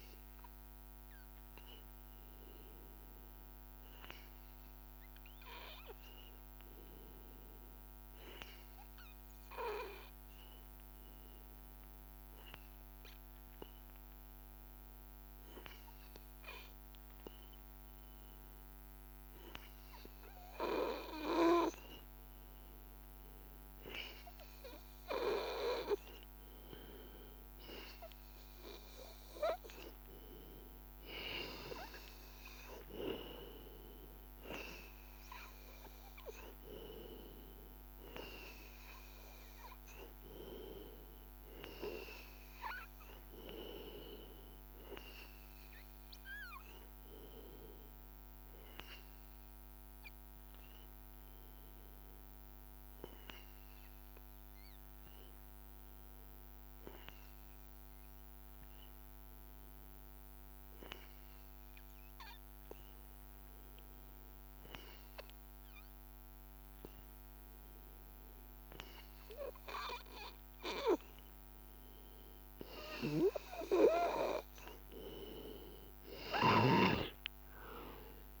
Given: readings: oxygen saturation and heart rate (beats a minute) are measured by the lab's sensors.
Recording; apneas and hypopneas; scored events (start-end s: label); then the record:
breathing in sleep by a microphone on the trachea; 2
0.00-8.50 s: oxygen desaturation (device-marked, oxygen 92% lowest, heart rate 81 extreme)
0.50-16.50 s: hypopnea (oxygen 97% before, 92% lowest, heart rate 82 before, 83 extreme, up 0 after)
22.00-27.00 s: arousal
23.50-50.50 s: oxygen desaturation (device-marked, oxygen 97% before, 92% lowest, heart rate 83 before, 83 extreme)
52.00-67.00 s: hypopnea (oxygen 96% before, 89% lowest, heart rate 85 before, 83 extreme, up 1 after)
66.50-78.40 s: oxygen desaturation (device-marked, oxygen 96% before, 91% lowest, heart rate 84 before, 83 extreme)
71.00-75.50 s: arousal
From the record:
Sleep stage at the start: N2 (light sleep); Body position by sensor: on the back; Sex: male